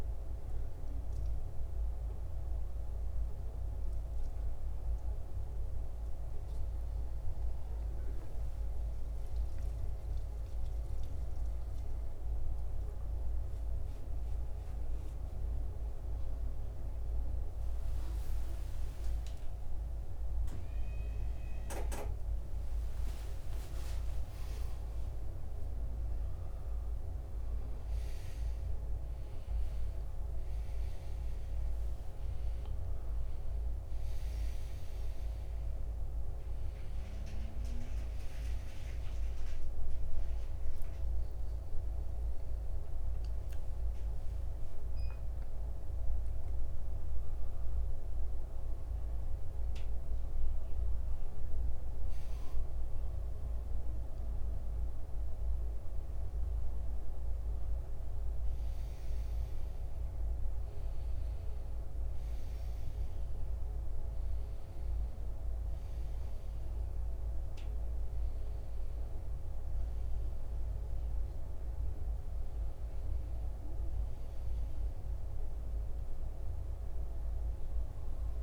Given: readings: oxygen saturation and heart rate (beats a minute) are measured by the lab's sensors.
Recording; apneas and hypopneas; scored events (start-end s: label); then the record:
a person awake in a sleep study, hard to hear, by a room microphone; none
60.00-78.43 s: new sleep stage, N1 (lightest sleep)
From the record:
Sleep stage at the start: awake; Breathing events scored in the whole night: 210 in 3.7 hours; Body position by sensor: on the back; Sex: male